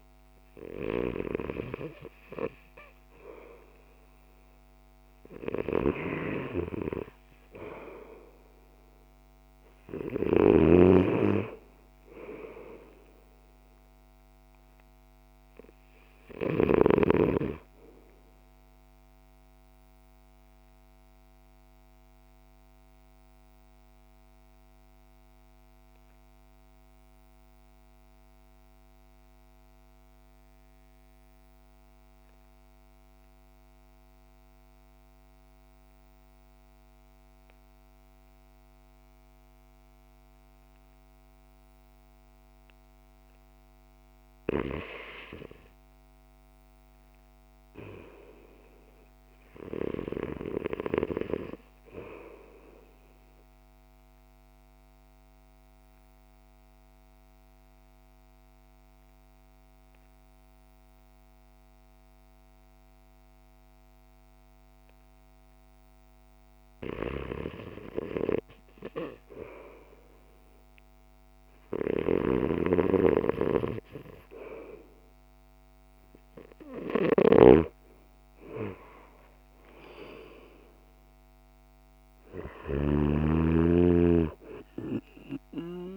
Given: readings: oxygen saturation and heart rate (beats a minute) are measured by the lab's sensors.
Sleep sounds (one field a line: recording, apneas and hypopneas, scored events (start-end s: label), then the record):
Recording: breathing in sleep by a microphone on the trachea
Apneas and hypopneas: 2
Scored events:
0.00-1.50 s: arousal
0.00-37.00 s: oxygen desaturation (device-marked, oxygen 85% lowest, heart rate 58 extreme)
5.50-10.50 s: snoring (device-marked)
19.00-43.50 s: mixed apnea (oxygen 98% before, 85% lowest, heart rate 65 before, 58 extreme, up 4 after)
44.00-78.00 s: oxygen desaturation (device-marked, oxygen 97% before, 85% lowest, heart rate 59 before, 61 extreme)
46.00-50.00 s: arousal
53.50-66.00 s: obstructive apnea (oxygen 97% before, 85% lowest, heart rate 61 before, 63 extreme, up 0 after)
72.00-78.00 s: arousal
72.00-83.00 s: snoring (device-marked)
84.00-85.97 s: oxygen desaturation (device-marked, oxygen 92% before, 85% lowest, heart rate 68 before, 57 extreme)
From the record:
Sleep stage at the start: REM sleep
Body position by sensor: on the back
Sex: male